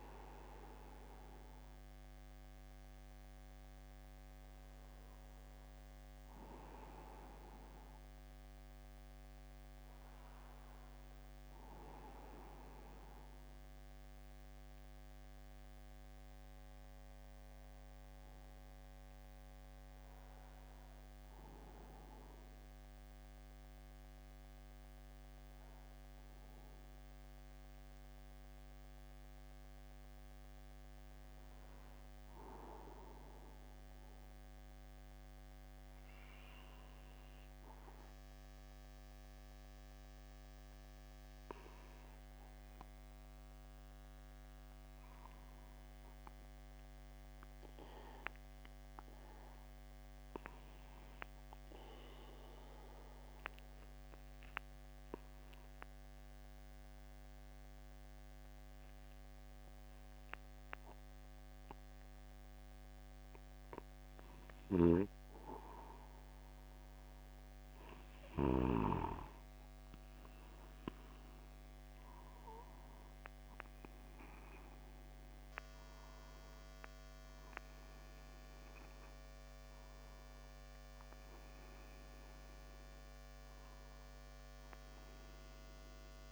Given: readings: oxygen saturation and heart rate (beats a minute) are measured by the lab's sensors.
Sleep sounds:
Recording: breathing in sleep by a microphone on the trachea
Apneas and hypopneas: 2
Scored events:
6.00-10.50 s: arousal
14.00-30.00 s: hypopnea (oxygen 96% before, 93% lowest, heart rate 54 before, 49 extreme, up 0 after)
36.00-40.50 s: arousal
52.00-69.50 s: obstructive apnea (oxygen 97% before, 93% lowest, heart rate 50 before, 50 extreme, up 1 after)
65.00-69.00 s: snoring (device-marked)
72.00-76.50 s: arousal
From the record:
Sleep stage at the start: N2 (light sleep)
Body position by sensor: upright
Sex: male

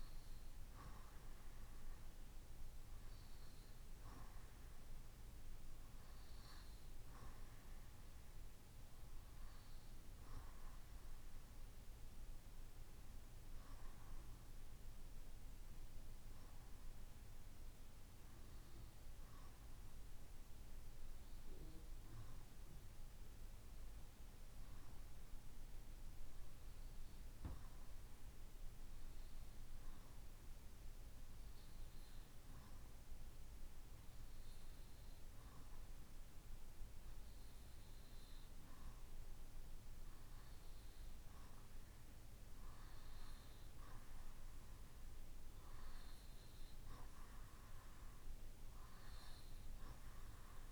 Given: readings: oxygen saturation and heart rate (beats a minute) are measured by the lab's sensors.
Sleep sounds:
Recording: breathing in sleep, hard to hear, by a room microphone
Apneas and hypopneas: 1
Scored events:
11.50-37.50 s: obstructive apnea (oxygen 96% before, 94% lowest, heart rate 74 before, 66 extreme, up 6 after)
40.50-44.50 s: arousal
From the record:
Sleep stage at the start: REM sleep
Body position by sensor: on the right side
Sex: male

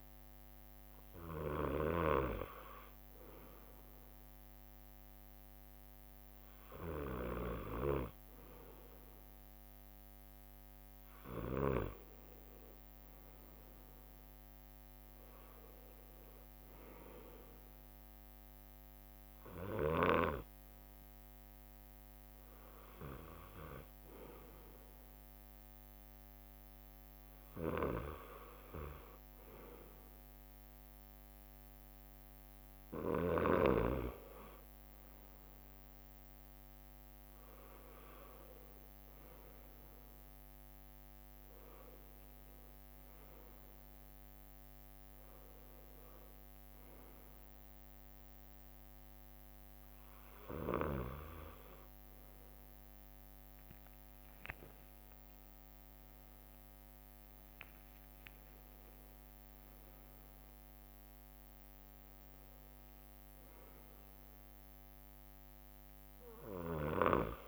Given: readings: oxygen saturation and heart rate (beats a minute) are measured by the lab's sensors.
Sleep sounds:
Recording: breathing in sleep by a microphone on the trachea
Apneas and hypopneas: none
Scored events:
12.00-14.50 s: leg movement (device-marked)
35.50-53.50 s: drop in pulse transit time (device-marked, heart rate 63 before, 64 extreme)
40.00-44.50 s: leg movement (device-marked)
53.00-58.00 s: arousal
54.00-59.00 s: leg movement (device-marked)
54.50-56.50 s: long interval between heartbeats (device-marked, heart rate 66 before, 82 extreme)
65.50-67.00 s: leg movement (device-marked)
From the record:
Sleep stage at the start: N2 (light sleep)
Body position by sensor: on the right side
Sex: male

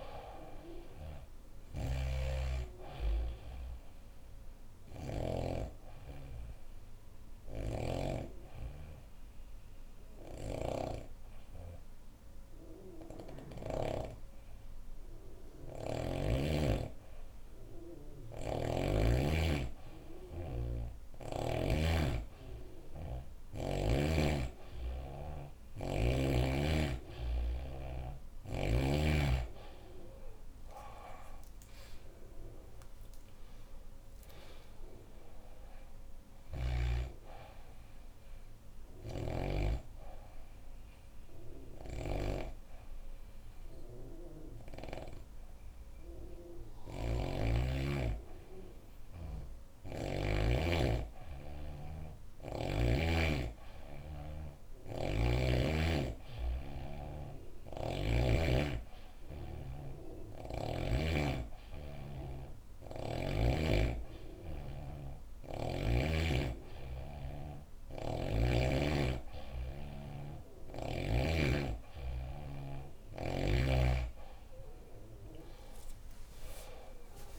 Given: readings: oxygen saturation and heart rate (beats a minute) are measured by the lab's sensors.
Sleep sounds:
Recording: breathing in sleep by a room microphone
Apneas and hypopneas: 2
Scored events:
0.00-11.50 s: oxygen desaturation (device-marked, oxygen 93% lowest, heart rate 64 extreme)
0.00-13.50 s: snoring (device-marked)
5.50-15.50 s: obstructive apnea (oxygen 97% before, 93% lowest, heart rate 71 before, 64 extreme, up 6 after)
22.50-44.50 s: oxygen desaturation (device-marked, oxygen 97% before, 93% lowest, heart rate 68 before, 66 extreme)
31.00-35.50 s: arousal
35.50-39.00 s: snoring (device-marked)
37.50-47.50 s: hypopnea (oxygen 97% before, 93% lowest, heart rate 75 before, 66 extreme, up 4 after)
46.00-52.50 s: snoring (device-marked)
49.50-53.00 s: arousal
57.00-60.50 s: snoring (device-marked)
57.50-77.39 s: oxygen desaturation (device-marked, oxygen 97% before, 93% lowest, heart rate 70 before, 67 extreme)
From the record:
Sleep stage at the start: N2 (light sleep)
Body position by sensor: on the back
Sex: female

